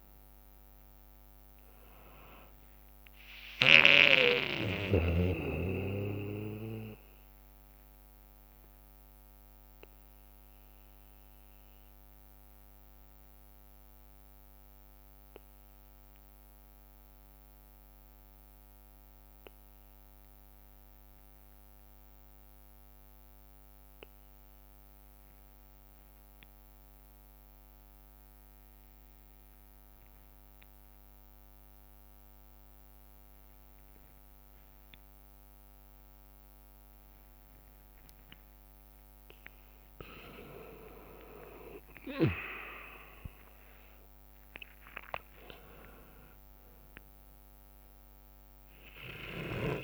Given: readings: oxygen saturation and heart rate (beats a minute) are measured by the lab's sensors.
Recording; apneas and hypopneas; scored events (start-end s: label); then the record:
breathing in sleep by a microphone on the trachea; 1
0.00-8.50 s: drop in pulse transit time (device-marked, heart rate 57 extreme)
0.00-19.50 s: oxygen desaturation (device-marked, oxygen 90% lowest, heart rate 53 extreme)
3.50-18.50 s: bradycardia (device-marked, heart rate 68 before, 53 extreme)
8.50-38.00 s: obstructive apnea (oxygen 99% before, 87% lowest, heart rate 64 before, 54 extreme, up 9 after)
33.50-35.50 s: bradycardia (device-marked, heart rate 68 before, 60 extreme)
35.50-49.84 s: oxygen desaturation (device-marked, oxygen 99% before, 89% lowest, heart rate 60 before, 54 extreme)
40.50-45.00 s: arousal
42.50-49.84 s: drop in pulse transit time (device-marked, heart rate 61 before, 63 extreme)
From the record:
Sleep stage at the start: N2 (light sleep); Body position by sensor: on the back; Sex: male